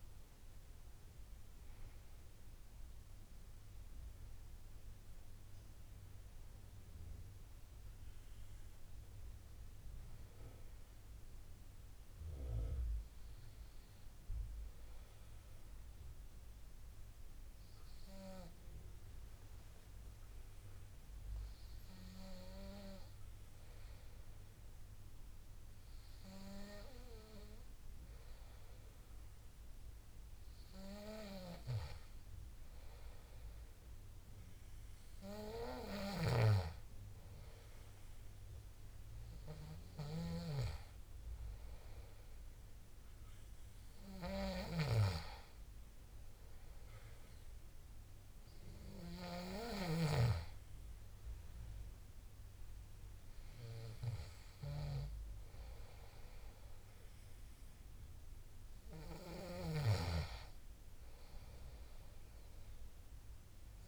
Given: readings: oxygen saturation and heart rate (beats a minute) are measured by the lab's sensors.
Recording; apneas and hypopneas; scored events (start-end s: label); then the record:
breathing in sleep by a room microphone; 1
14.50-25.50 s: hypopnea (oxygen 95% before, 93% lowest, heart rate 75 before, 73 extreme, up 2 after)
28.00-31.00 s: arousal
From the record:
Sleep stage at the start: N2 (light sleep); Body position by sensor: on the back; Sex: male